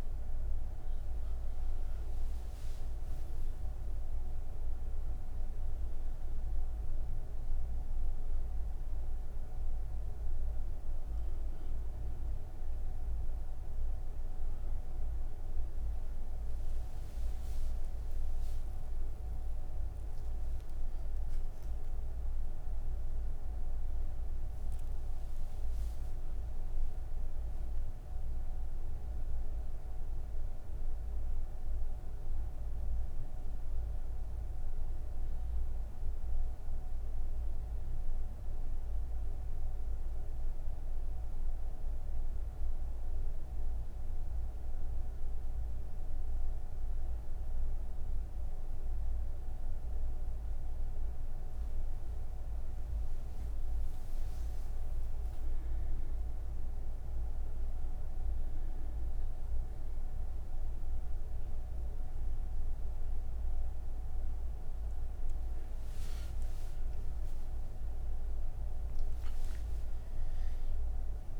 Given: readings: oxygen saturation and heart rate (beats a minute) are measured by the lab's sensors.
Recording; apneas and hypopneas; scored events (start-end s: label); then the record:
breathing in sleep, hard to hear, by a room microphone; 1
36.50-52.50 s: obstructive apnea (oxygen 98% before, 95% lowest)
41.00-71.40 s: new sleep stage, N3 (deep sleep)
From the record:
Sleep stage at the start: N1 (lightest sleep); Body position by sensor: on the right side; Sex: female